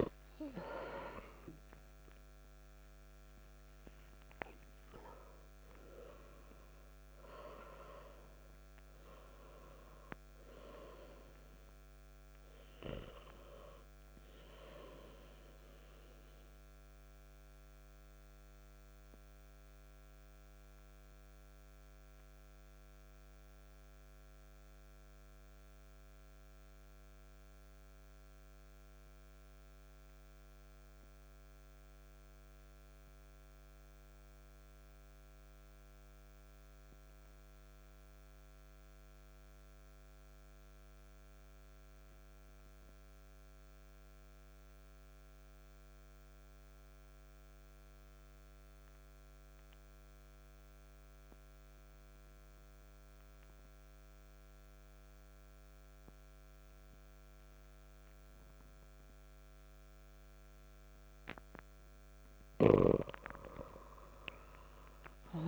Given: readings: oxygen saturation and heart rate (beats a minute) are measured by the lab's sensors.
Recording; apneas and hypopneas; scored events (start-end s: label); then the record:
breathing in sleep by a microphone on the trachea; 1
0.00-18.50 s: oxygen desaturation (device-marked, oxygen 88% lowest, heart rate 59 extreme)
17.50-60.50 s: mixed apnea (oxygen 93% before, 90% lowest, heart rate 71 before, 60 extreme, up 13 after)
48.50-65.48 s: oxygen desaturation (device-marked, oxygen 97% before, 90% lowest, heart rate 61 before, 59 extreme)
62.00-65.48 s: arousal
From the record:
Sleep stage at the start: N2 (light sleep); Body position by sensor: on the back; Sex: male